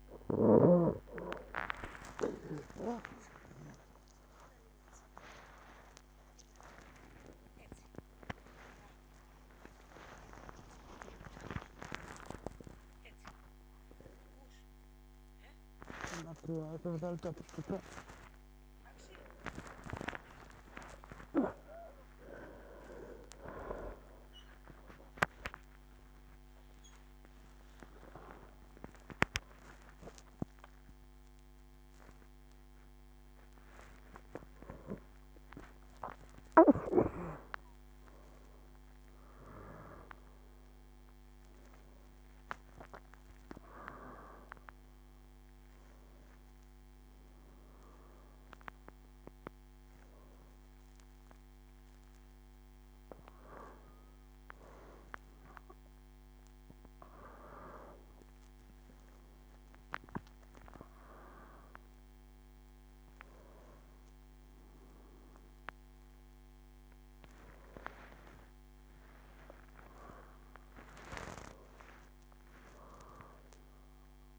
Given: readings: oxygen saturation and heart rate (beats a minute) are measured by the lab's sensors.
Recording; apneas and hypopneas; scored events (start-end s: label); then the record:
a person awake in a sleep study, by a microphone on the trachea; none
3.00-5.00 s: long interval between heartbeats (device-marked, heart rate 79 before, 88 extreme)
6.00-8.00 s: long interval between heartbeats (device-marked, heart rate 81 before, 117 extreme)
8.00-74.39 s: new sleep stage, awake
11.00-13.00 s: long interval between heartbeats (device-marked, heart rate 93 before, 150 extreme)
15.50-17.50 s: long interval between heartbeats (device-marked, heart rate 106 before, 134 extreme)
24.00-26.00 s: long interval between heartbeats (device-marked, heart rate 121 before, 122 extreme)
26.00-28.00 s: long interval between heartbeats (device-marked, heart rate 125 before, 147 extreme)
28.00-30.00 s: long interval between heartbeats (device-marked, heart rate 129 before, 190 extreme)
30.50-32.50 s: long interval between heartbeats (device-marked, heart rate 137 before, 182 extreme)
From the record:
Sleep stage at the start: N2 (light sleep); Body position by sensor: on the back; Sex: female